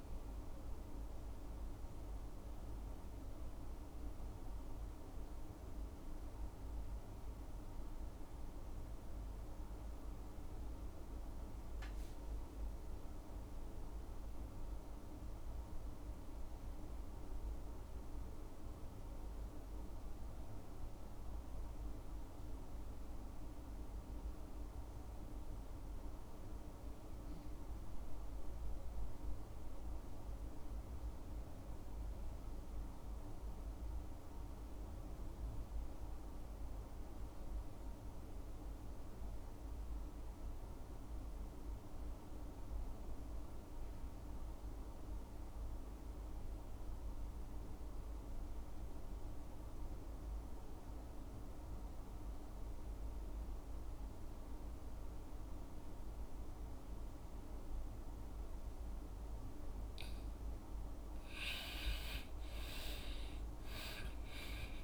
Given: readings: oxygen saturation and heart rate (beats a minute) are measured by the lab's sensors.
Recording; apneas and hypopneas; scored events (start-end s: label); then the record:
breathing in sleep, hard to hear, by a room microphone; 1
1.00-59.50 s: obstructive apnea (oxygen 98% before, 65% lowest, heart rate 54 before, 49 extreme, up 19 after)
29.50-64.83 s: oxygen desaturation (device-marked, oxygen 95% before, 65% lowest, heart rate 52 before, 50 extreme)
61.50-64.83 s: arousal
From the record:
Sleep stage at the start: REM sleep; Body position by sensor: on the back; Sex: male